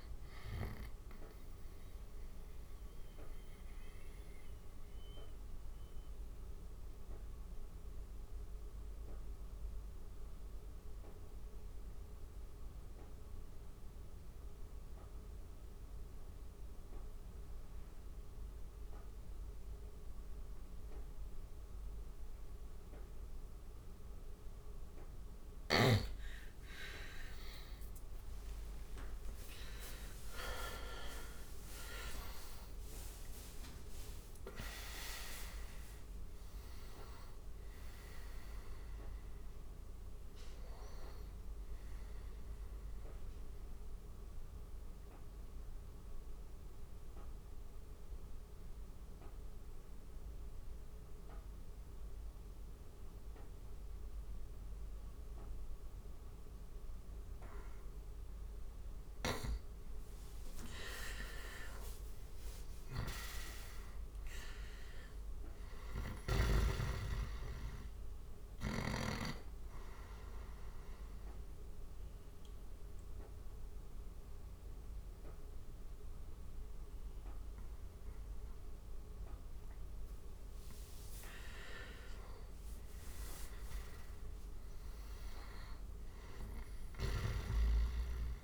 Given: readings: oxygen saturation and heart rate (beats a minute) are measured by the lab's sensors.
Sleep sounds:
breathing in sleep by a room microphone; 3
0.00-5.50 s: oxygen desaturation (device-marked, oxygen 92% lowest, heart rate 73 extreme)
0.50-25.50 s: obstructive apnea (oxygen 97% before, 89% lowest, heart rate 78 before, 73 extreme, up 16 after)
24.50-46.50 s: oxygen desaturation (device-marked, oxygen 97% before, 90% lowest, heart rate 75 before, 72 extreme)
26.50-32.50 s: arousal
42.50-58.00 s: obstructive apnea (oxygen 97% before, 89% lowest, heart rate 85 before, 72 extreme, up 10 after)
60.00-64.00 s: arousal
69.50-81.00 s: obstructive apnea (oxygen 97% before, 89% lowest, heart rate 77 before, 72 extreme, up 6 after)
81.50-87.50 s: oxygen desaturation (device-marked, oxygen 95% before, 89% lowest, heart rate 79 before, 72 extreme)
82.50-85.00 s: arousal
From the record:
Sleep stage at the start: N2 (light sleep); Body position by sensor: on the right side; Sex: male

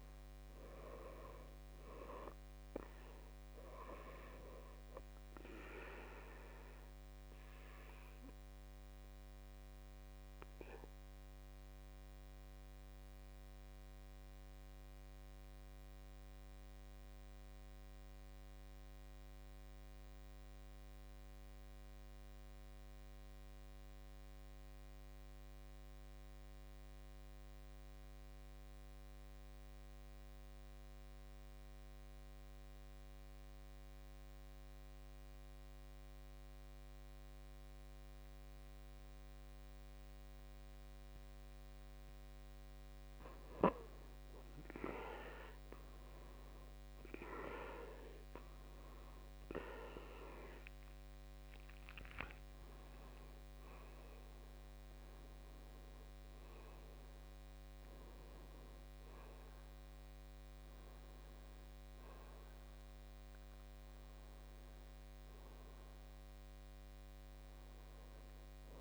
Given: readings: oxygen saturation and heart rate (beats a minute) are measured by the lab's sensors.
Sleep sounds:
breathing in sleep by a microphone on the trachea; 1
0.00-21.00 s: oxygen desaturation (device-marked, oxygen 83% lowest, heart rate 52 extreme)
6.50-43.00 s: obstructive apnea (oxygen 96% before, 80% lowest, heart rate 66 before, 52 extreme, up 11 after)
38.00-68.81 s: oxygen desaturation (device-marked, oxygen 98% before, 80% lowest, heart rate 54 before, 46 extreme)
45.00-50.00 s: arousal
65.00-67.00 s: long interval between heartbeats (device-marked, heart rate 67 before, 57 extreme)
From the record:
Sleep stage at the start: N2 (light sleep); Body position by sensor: on the back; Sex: male

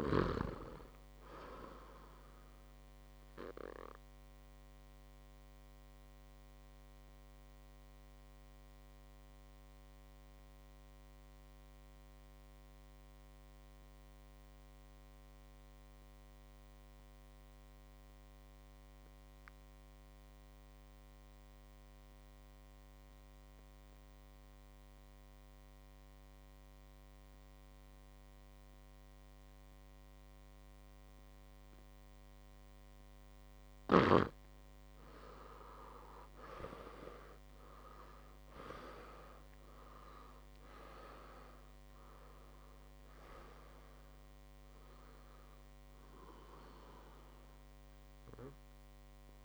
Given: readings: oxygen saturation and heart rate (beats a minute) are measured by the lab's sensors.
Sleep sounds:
breathing in sleep by a microphone on the trachea; 1
0.00-20.00 s: oxygen desaturation (device-marked, oxygen 89% lowest, heart rate 53 extreme)
3.50-32.00 s: obstructive apnea (oxygen 100% before, 88% lowest, heart rate 64 before, 52 extreme, up 7 after)
33.00-49.45 s: oxygen desaturation (device-marked, oxygen 99% before, 88% lowest, heart rate 57 before, 52 extreme)
35.00-38.50 s: arousal
From the record:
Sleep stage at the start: N2 (light sleep); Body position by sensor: on the back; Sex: male

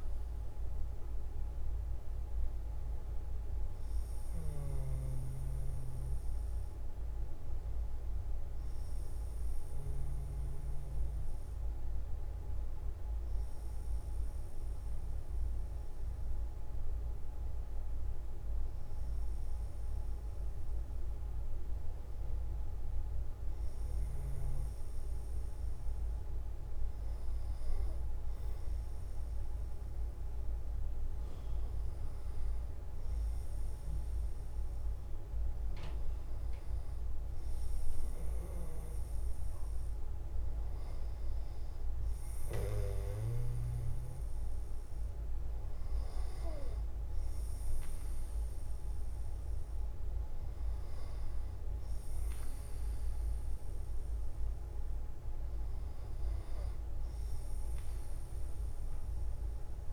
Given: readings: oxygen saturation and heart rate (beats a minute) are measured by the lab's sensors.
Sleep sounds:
breathing in sleep, hard to hear, by a room microphone; none
none scored
From the record:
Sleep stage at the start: N1 (lightest sleep); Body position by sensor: on the back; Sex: male

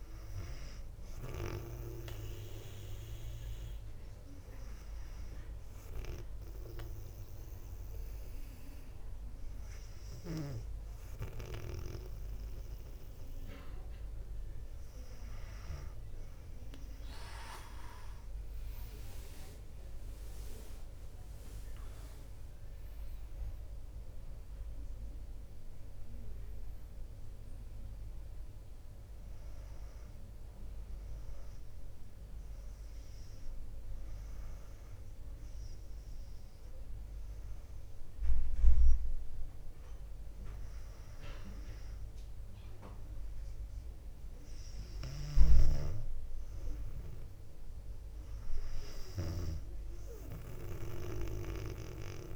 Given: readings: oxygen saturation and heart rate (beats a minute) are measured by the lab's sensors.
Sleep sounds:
breathing in sleep by a room microphone; 1
0.00-15.00 s: oxygen desaturation (device-marked, oxygen 95% lowest, heart rate 58 extreme)
1.50-15.50 s: obstructive apnea (oxygen 99% before, 95% lowest, heart rate 59 before, 58 extreme, up 7 after)
18.50-22.50 s: arousal
From the record:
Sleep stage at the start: N2 (light sleep); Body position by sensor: on the back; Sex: female

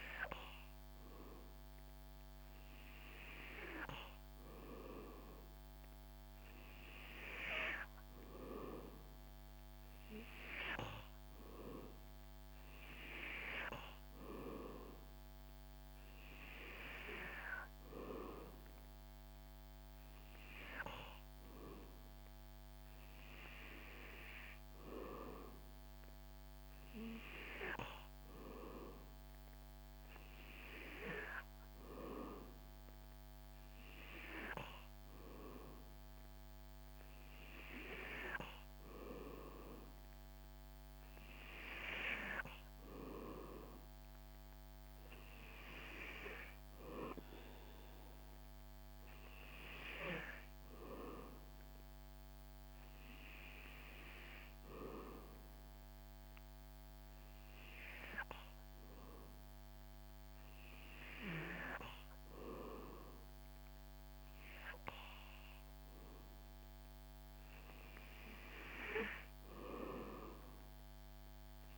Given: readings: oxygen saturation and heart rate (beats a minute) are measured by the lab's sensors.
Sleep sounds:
breathing in sleep by a microphone on the trachea; none
none scored
From the record:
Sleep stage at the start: N2 (light sleep); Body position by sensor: on the back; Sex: male

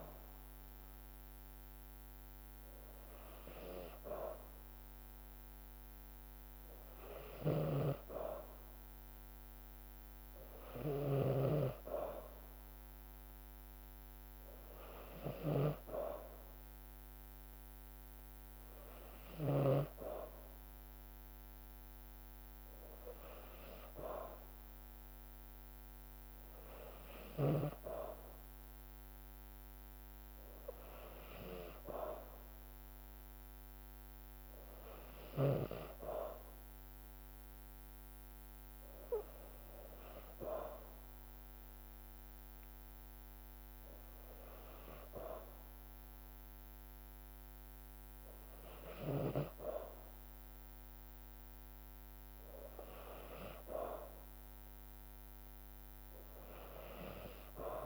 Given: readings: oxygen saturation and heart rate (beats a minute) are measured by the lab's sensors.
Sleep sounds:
breathing in sleep by a microphone on the trachea; none
7.00-19.50 s: snoring (device-marked)
From the record:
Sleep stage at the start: N2 (light sleep); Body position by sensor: on the back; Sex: female

